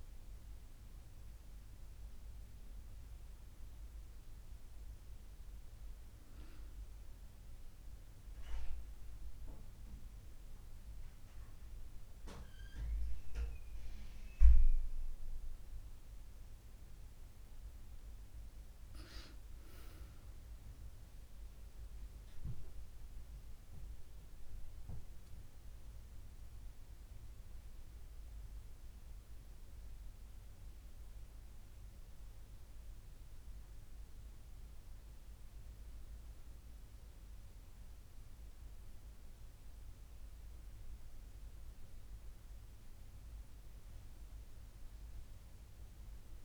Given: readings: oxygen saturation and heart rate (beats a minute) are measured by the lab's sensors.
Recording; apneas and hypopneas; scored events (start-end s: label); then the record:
breathing in sleep, hard to hear, by a room microphone; none
39.50-46.45 s: drop in pulse transit time (device-marked, heart rate 81 before, 79 extreme)
From the record:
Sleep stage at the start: N1 (lightest sleep); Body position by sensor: on the back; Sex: female